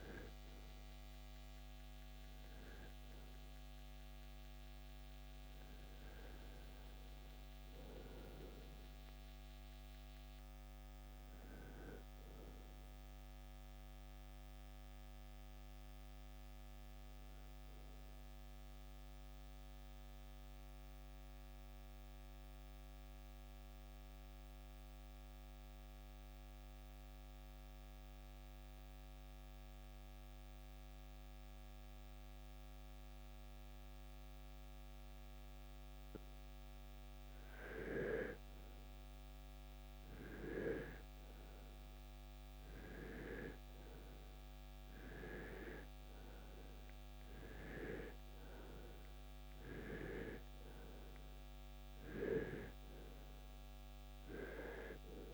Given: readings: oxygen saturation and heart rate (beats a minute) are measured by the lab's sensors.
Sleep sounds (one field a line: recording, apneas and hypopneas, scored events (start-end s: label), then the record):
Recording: breathing in sleep by a microphone on the trachea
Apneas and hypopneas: 1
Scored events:
0.00-18.00 s: oxygen desaturation (device-marked, oxygen 86% lowest, heart rate 59 extreme)
10.00-14.50 s: arousal
18.50-37.00 s: mixed apnea (oxygen 95% before, 87% lowest, heart rate 78 before, 54 extreme, up 6 after)
41.50-46.00 s: arousal
From the record:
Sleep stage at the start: REM sleep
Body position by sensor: on the right side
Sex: male